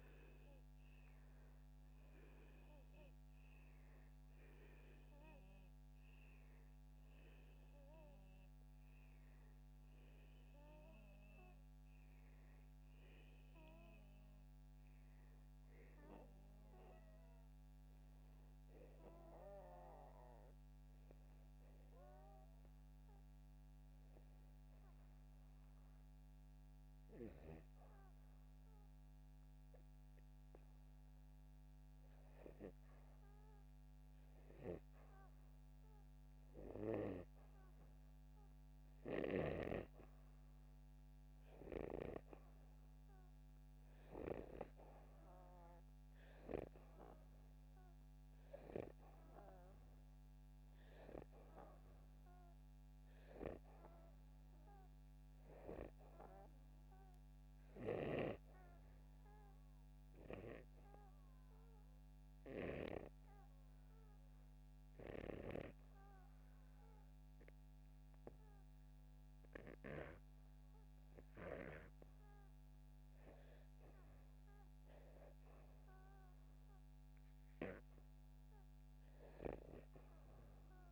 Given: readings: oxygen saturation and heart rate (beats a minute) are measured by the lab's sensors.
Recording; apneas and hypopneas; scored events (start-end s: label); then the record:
breathing in sleep by a microphone on the trachea; 2
22.50-33.50 s: hypopnea (oxygen 97% before, 93% lowest, heart rate 85 before, 74 extreme, up 3 after)
36.50-40.00 s: arousal
48.00-66.00 s: oxygen desaturation (device-marked, oxygen 98% before, 94% lowest, heart rate 75 before, 75 extreme)
60.50-73.50 s: hypopnea (oxygen 98% before, 92% lowest, heart rate 76 before, 76 extreme, up 2 after)
76.00-79.00 s: arousal
From the record:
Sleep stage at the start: REM sleep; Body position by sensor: upright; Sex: male